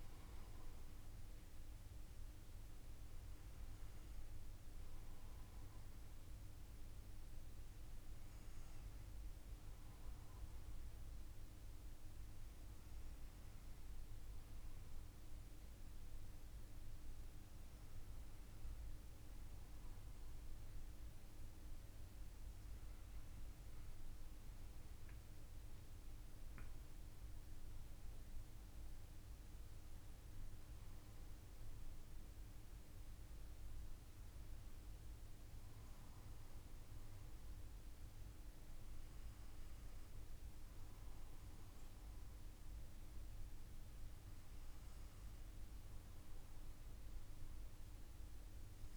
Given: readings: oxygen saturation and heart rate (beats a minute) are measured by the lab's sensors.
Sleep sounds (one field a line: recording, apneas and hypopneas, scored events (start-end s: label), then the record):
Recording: breathing in sleep, hard to hear, by a room microphone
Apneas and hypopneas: none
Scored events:
none scored
From the record:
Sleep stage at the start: N1 (lightest sleep)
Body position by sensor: on the back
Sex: male